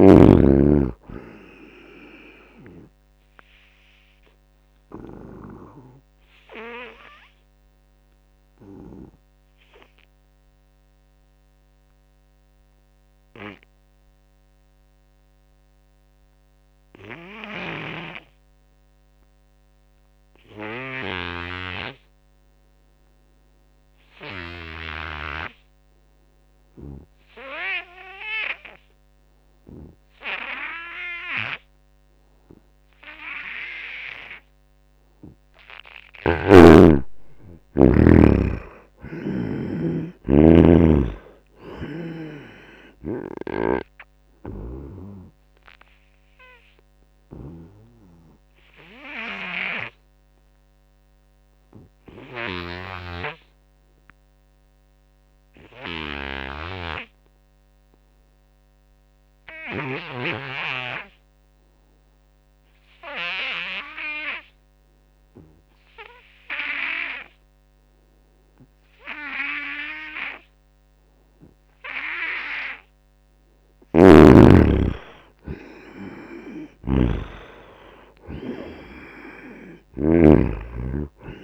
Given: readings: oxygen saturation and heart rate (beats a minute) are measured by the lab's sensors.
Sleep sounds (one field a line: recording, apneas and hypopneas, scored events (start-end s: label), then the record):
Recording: breathing in sleep by a microphone on the trachea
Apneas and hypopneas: 2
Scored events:
0.00-16.50 s: oxygen desaturation (device-marked, oxygen 75% lowest, heart rate 72 extreme)
3.50-35.00 s: obstructive apnea (oxygen 96% before, 74% lowest, heart rate 79 before, 74 extreme, up 10 after)
32.50-58.50 s: oxygen desaturation (device-marked, oxygen 97% before, 74% lowest, heart rate 79 before, 75 extreme)
36.00-39.50 s: arousal
36.00-39.50 s: snoring (device-marked)
44.00-72.50 s: obstructive apnea (oxygen 99% before, 74% lowest, heart rate 78 before, 75 extreme, up 11 after)
70.50-81.44 s: oxygen desaturation (device-marked, oxygen 98% before, 76% lowest, heart rate 85 before, 74 extreme)
73.50-77.50 s: arousal
73.50-81.44 s: snoring (device-marked)
From the record:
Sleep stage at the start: N2 (light sleep)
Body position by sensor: on the front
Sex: male